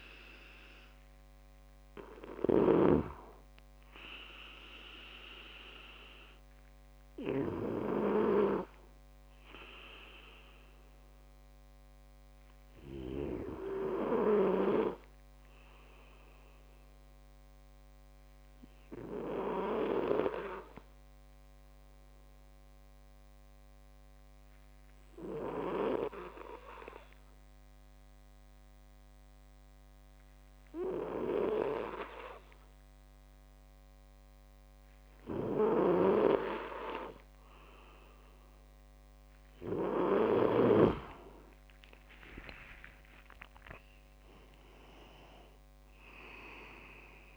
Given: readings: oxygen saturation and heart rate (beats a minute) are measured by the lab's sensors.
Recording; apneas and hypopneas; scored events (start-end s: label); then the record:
breathing in sleep by a microphone on the trachea; 1
0.00-3.00 s: snoring (device-marked)
0.00-19.50 s: oxygen desaturation (device-marked, oxygen 87% lowest)
6.00-38.00 s: obstructive apnea (oxygen 98% before, 87% lowest)
35.50-41.00 s: snoring (device-marked)
36.50-47.37 s: oxygen desaturation (device-marked, oxygen 96% before, 90% lowest)
42.50-46.50 s: arousal
43.00-45.50 s: leg movement (device-marked)
From the record:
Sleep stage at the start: N2 (light sleep); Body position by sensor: on the back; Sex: male